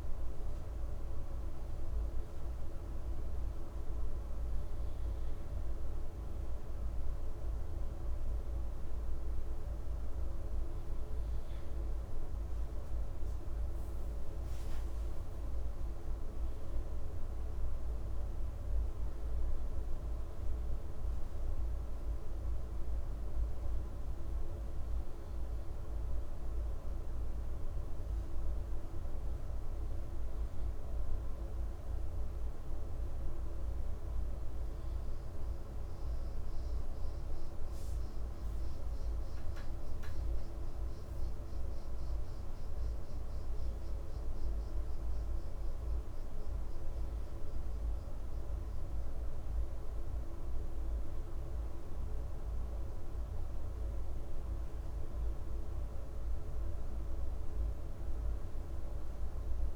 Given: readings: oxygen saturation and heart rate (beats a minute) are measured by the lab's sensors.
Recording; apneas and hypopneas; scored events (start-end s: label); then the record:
breathing in sleep, hard to hear, by a room microphone; 1
16.50-21.00 s: arousal
24.00-37.50 s: hypopnea (oxygen 96% before, 95% lowest, heart rate 60 before, 59 extreme, up 5 after)
40.00-44.00 s: arousal
From the record:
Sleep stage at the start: N2 (light sleep); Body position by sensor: on the left side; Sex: male